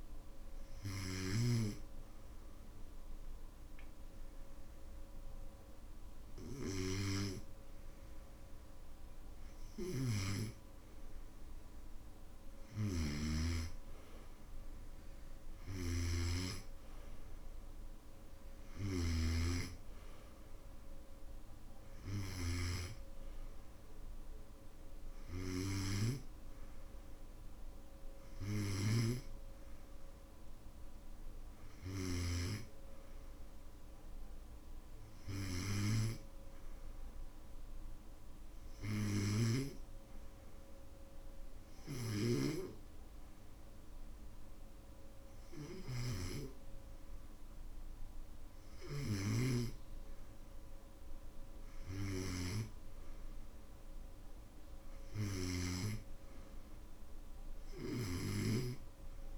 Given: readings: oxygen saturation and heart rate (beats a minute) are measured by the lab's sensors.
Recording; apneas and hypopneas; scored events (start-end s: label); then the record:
breathing in sleep by a room microphone; 1
0.00-1.50 s: snoring (device-marked)
9.50-22.50 s: snoring (device-marked)
28.50-32.50 s: snoring (device-marked)
36.50-51.50 s: hypopnea (oxygen 96% before, 94% lowest, heart rate 59 before, 57 extreme, up 2 after)
39.00-42.50 s: snoring (device-marked)
49.00-55.50 s: snoring (device-marked)
57.50-59.38 s: snoring (device-marked)
From the record:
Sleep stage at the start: N2 (light sleep); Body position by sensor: on the back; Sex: male